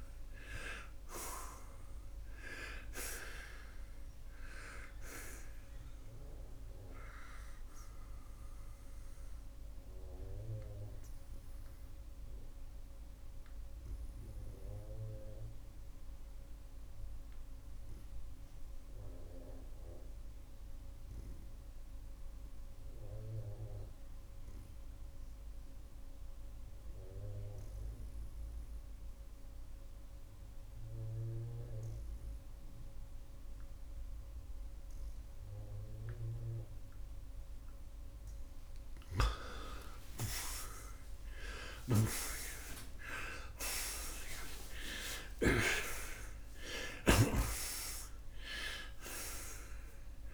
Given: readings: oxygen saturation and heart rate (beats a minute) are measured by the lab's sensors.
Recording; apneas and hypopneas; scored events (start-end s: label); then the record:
breathing in sleep by a room microphone; 1
8.50-38.00 s: obstructive apnea (oxygen 94% before, 84% lowest, heart rate 85 before, 69 extreme, up 36 after)
16.00-36.00 s: oxygen desaturation (device-marked, oxygen 93% before, 86% lowest, heart rate 83 before, 69 extreme)
38.50-45.50 s: snoring (device-marked)
40.00-45.50 s: arousal
From the record:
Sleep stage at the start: N2 (light sleep); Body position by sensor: on the right side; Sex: male